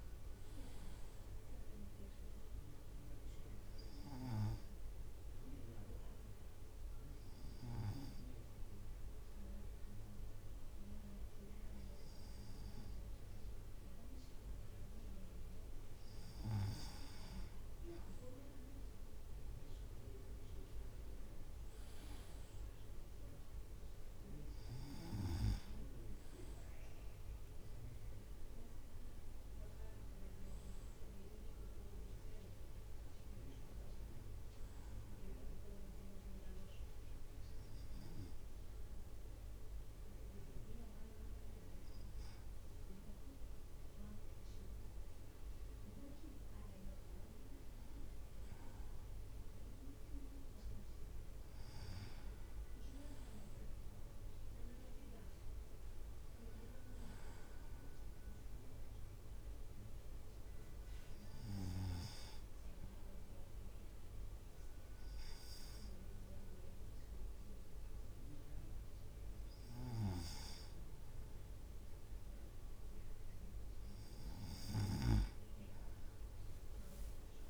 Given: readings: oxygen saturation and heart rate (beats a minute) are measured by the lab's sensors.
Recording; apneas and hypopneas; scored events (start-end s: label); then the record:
breathing in sleep by a room microphone; 3
5.00-17.50 s: obstructive apnea (oxygen 99% before, 96% lowest, heart rate 57 before, 53 extreme, up 3 after)
19.00-22.50 s: arousal
37.50-48.00 s: hypopnea (oxygen 98% before, 96% lowest, heart rate 56 before, 53 extreme, up 4 after)
51.50-55.50 s: arousal
54.00-56.00 s: leg movement (device-marked)
62.00-73.00 s: hypopnea (oxygen 98% before, 96% lowest, heart rate 57 before, 54 extreme, up 4 after)
76.00-77.50 s: leg movement (device-marked)
From the record:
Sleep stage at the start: N2 (light sleep); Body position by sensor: on the right side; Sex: male